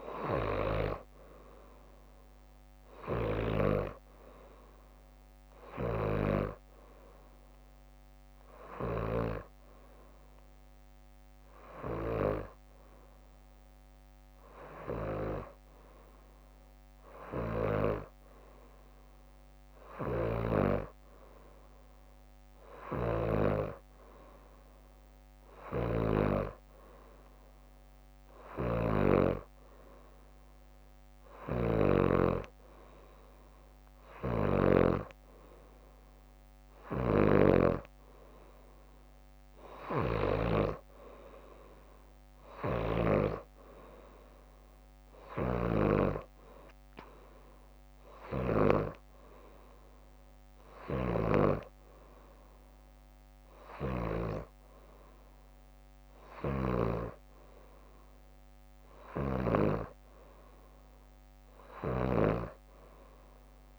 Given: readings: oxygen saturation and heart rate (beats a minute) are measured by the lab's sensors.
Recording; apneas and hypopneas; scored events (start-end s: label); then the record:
breathing in sleep by a microphone on the trachea; none
0.00-1.50 s: drop in pulse transit time (device-marked, heart rate 62 extreme)
0.00-3.50 s: snoring (device-marked)
5.50-17.50 s: snoring (device-marked)
8.00-9.00 s: leg movement (device-marked)
17.00-18.50 s: leg movement (device-marked)
19.50-26.00 s: snoring (device-marked)
28.00-34.50 s: snoring (device-marked)
31.00-32.50 s: leg movement (device-marked)
36.50-43.00 s: snoring (device-marked)
45.00-48.50 s: snoring (device-marked)
50.50-54.00 s: snoring (device-marked)
56.00-59.50 s: snoring (device-marked)
From the record:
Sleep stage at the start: N2 (light sleep); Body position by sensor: upright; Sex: female